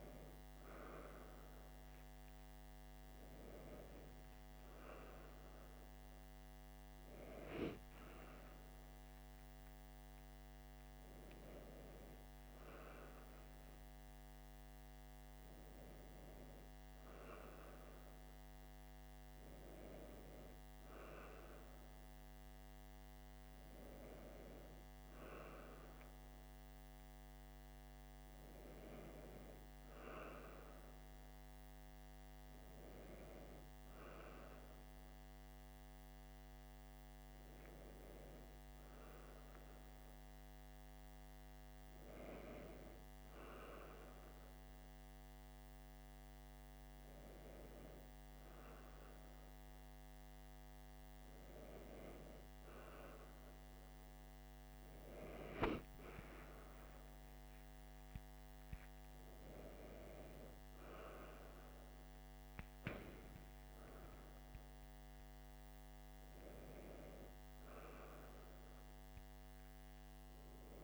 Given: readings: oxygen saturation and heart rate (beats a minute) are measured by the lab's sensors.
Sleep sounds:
a person awake in a sleep study, by a microphone on the trachea; none
none scored
From the record:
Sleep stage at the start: awake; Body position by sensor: on the back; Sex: male

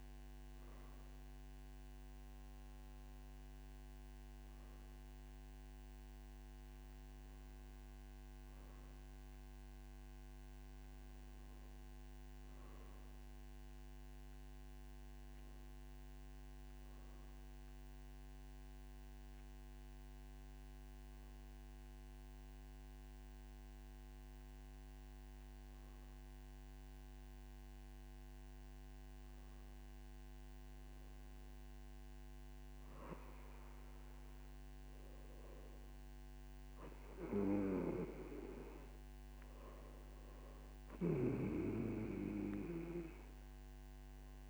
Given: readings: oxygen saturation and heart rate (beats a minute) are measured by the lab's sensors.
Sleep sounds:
breathing in sleep by a microphone on the trachea; none
none scored
From the record:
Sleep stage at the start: N2 (light sleep); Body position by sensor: on the right side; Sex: male

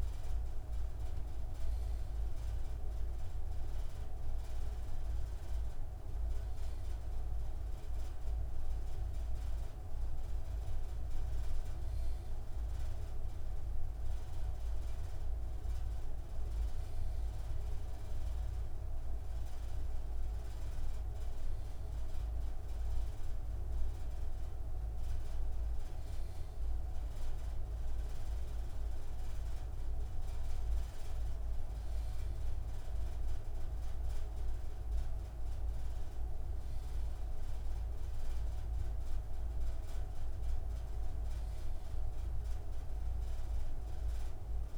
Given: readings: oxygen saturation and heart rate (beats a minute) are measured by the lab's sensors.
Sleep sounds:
breathing in sleep, hard to hear, by a room microphone; none
none scored
From the record:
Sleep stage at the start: N2 (light sleep); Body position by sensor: on the left side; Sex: male

